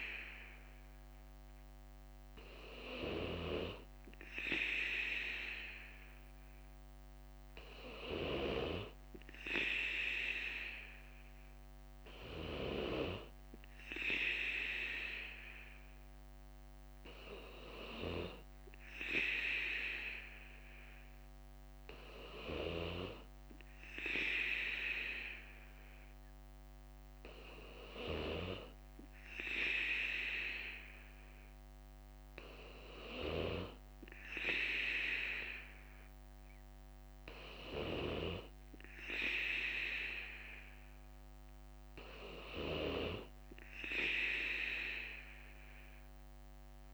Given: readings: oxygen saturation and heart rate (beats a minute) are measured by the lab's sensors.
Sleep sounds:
breathing in sleep by a microphone on the trachea; none
0.00-5.50 s: bradycardia (device-marked, heart rate 57 extreme)
12.50-32.50 s: bradycardia (device-marked, heart rate 61 before, 56 extreme)
35.50-46.94 s: bradycardia (device-marked, heart rate 61 before, 57 extreme)
From the record:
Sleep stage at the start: N2 (light sleep); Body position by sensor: on the right side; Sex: male

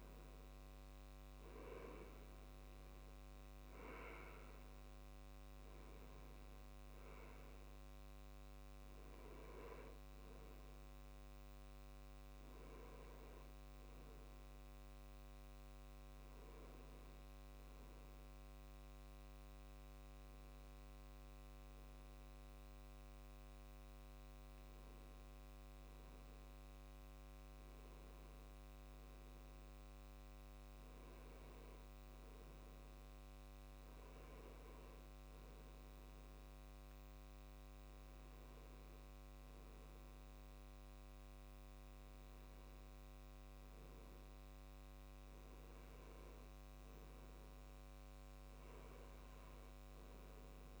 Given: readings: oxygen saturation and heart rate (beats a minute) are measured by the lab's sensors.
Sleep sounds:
breathing in sleep, hard to hear, by a microphone on the trachea; none
none scored
From the record:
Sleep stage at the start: N2 (light sleep); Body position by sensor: on the left side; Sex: male

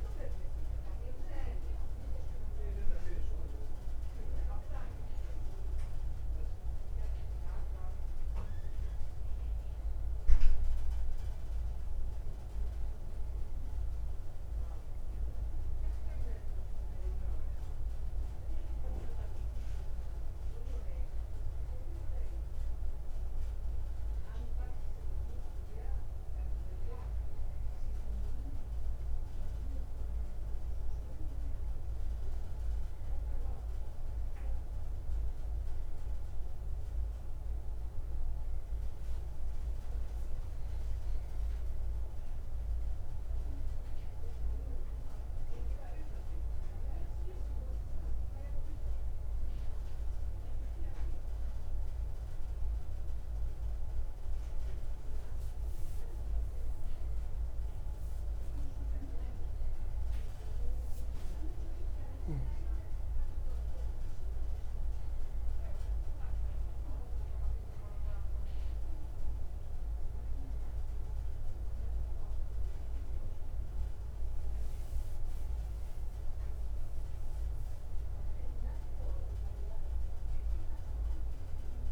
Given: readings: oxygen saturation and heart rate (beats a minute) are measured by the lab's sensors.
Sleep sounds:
breathing in sleep, hard to hear, by a room microphone; none
none scored
From the record:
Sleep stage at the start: N1 (lightest sleep); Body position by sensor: on the right side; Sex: male

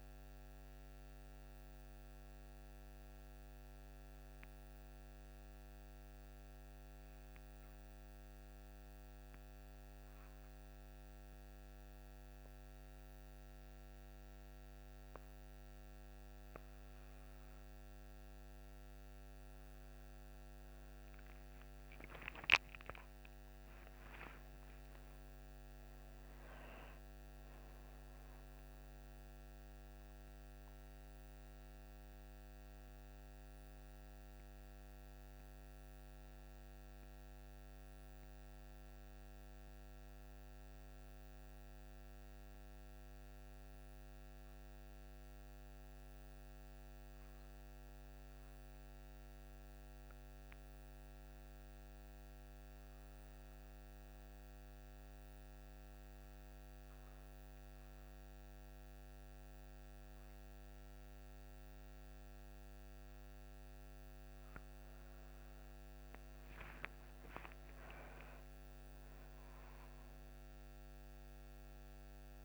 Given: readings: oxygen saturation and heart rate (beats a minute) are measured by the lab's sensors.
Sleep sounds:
breathing in sleep, hard to hear, by a microphone on the trachea; 2
5.50-19.00 s: hypopnea (oxygen 94% before, 88% lowest, heart rate 77 before, 30 extreme, up 19 after)
20.50-49.50 s: oxygen desaturation (device-marked, oxygen 98% before, 88% lowest, heart rate 64 before, 30 extreme)
21.50-25.50 s: arousal
43.00-63.00 s: hypopnea (oxygen 98% before, 88% lowest, heart rate 59 before, 38 extreme, up 4 after)
63.50-72.45 s: oxygen desaturation (device-marked, oxygen 98% before, 88% lowest, heart rate 61 before, 38 extreme)
64.00-69.50 s: arousal
From the record:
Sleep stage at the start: N1 (lightest sleep); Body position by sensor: on the back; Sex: female

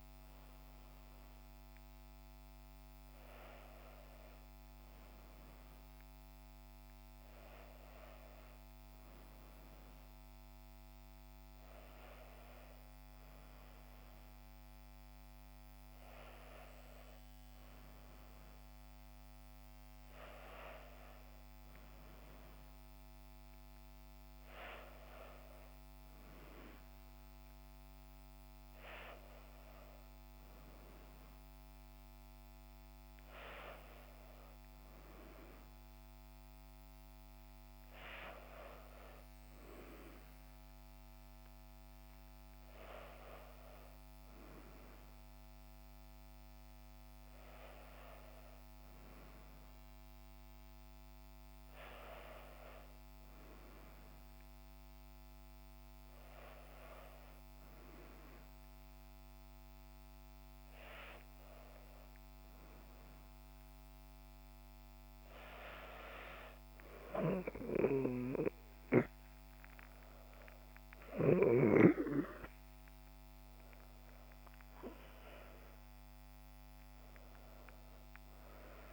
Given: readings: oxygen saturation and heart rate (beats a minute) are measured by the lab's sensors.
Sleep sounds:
breathing in sleep by a microphone on the trachea; none
none scored
From the record:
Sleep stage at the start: N2 (light sleep); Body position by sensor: on the back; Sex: female

